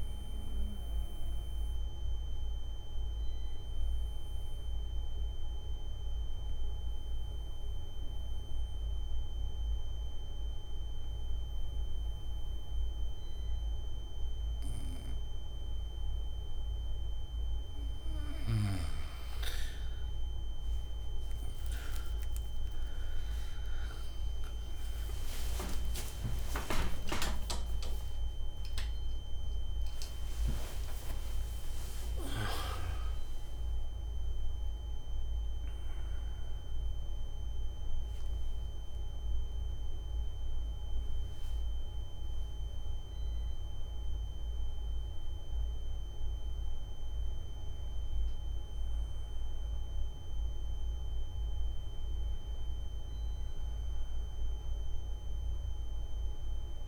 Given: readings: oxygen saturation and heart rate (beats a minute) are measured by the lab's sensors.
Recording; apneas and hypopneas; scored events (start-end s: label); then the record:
breathing in sleep by a room microphone; 1
0.00-13.50 s: oxygen desaturation (device-marked, oxygen 93% lowest, heart rate 58 extreme)
1.00-19.00 s: mixed apnea (oxygen 99% before, 93% lowest, heart rate 66 before, 69 extreme, up 26 after)
24.50-39.50 s: oxygen desaturation (device-marked, oxygen 99% before, 95% lowest, heart rate 80 before, 70 extreme)
From the record:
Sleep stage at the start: N3 (deep sleep); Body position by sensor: on the back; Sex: male